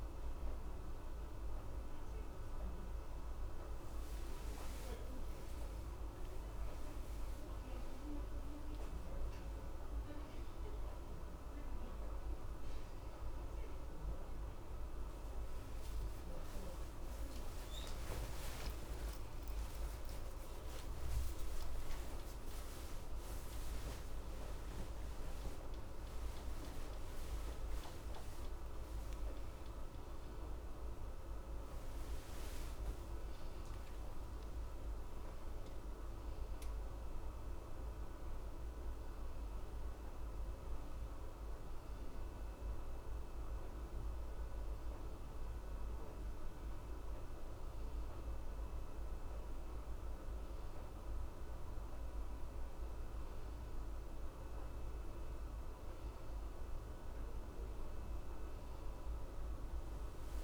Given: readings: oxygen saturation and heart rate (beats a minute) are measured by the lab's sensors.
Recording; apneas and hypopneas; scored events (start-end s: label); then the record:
a person awake in a sleep study, hard to hear, by a room microphone; none
none scored
From the record:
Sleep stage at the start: awake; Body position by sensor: on the left side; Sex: male